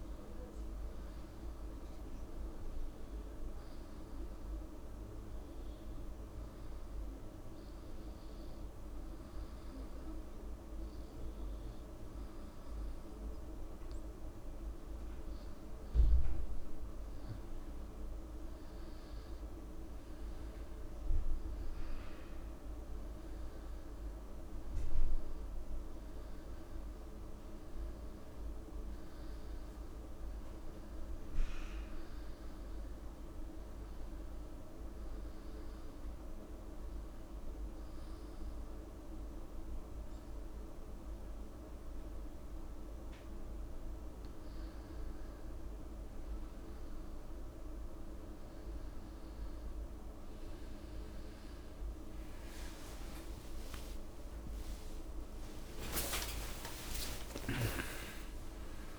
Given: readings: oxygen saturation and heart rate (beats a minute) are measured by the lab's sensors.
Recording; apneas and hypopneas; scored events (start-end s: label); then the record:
a person partly awake in a sleep study, hard to hear, by a room microphone; 2
0.00-1.00 s: arousal
4.00-15.00 s: hypopnea (oxygen 94% before, 92% lowest)
18.50-22.50 s: arousal
36.50-46.50 s: hypopnea (oxygen 95% before, 93% lowest)
42.50-58.99 s: new sleep stage, awake
54.50-56.50 s: long interval between heartbeats (device-marked)
57.00-58.99 s: long interval between heartbeats (device-marked)
From the record:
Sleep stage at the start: N2 (light sleep); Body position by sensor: on the back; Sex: male